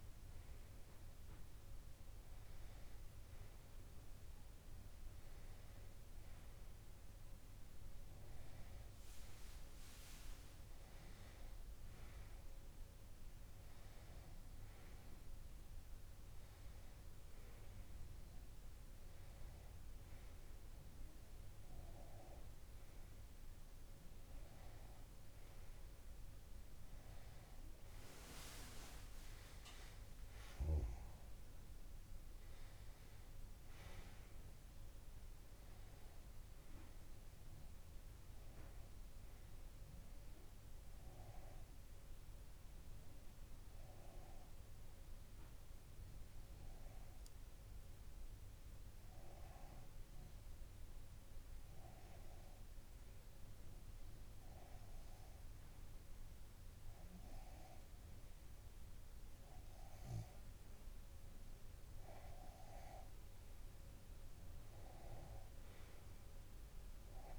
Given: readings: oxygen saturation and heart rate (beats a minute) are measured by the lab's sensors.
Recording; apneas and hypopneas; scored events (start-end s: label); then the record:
breathing in sleep by a room microphone; 1
30.00-34.00 s: arousal
32.50-67.39 s: new sleep stage, N2 (light sleep)
44.50-62.50 s: hypopnea (oxygen 96% before, 92% lowest)
56.00-58.00 s: long interval between heartbeats (device-marked)
From the record:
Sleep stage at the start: N1 (lightest sleep); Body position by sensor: on the left side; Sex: male